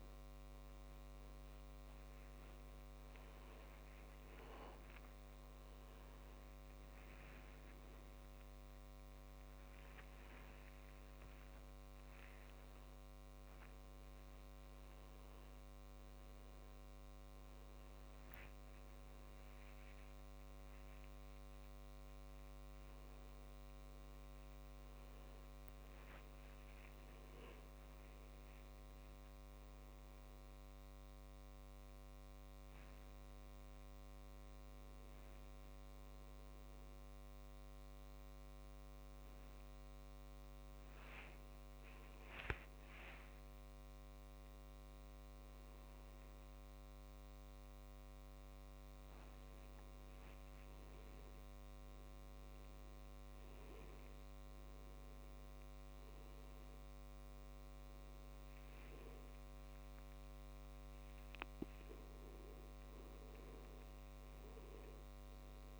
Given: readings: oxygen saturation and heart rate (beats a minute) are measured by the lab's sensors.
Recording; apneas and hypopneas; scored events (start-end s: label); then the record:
a person awake in a sleep study, hard to hear, by a microphone on the trachea; none
26.00-35.00 s: tachycardia (device-marked, heart rate 74 before, 150 extreme)
36.00-44.00 s: oxygen desaturation (device-marked, oxygen 96% before, 93% lowest, heart rate 83 before, 76 extreme)
57.00-63.00 s: tachycardia (device-marked, heart rate 77 before, 117 extreme)
From the record:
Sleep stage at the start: awake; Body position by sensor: upright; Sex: male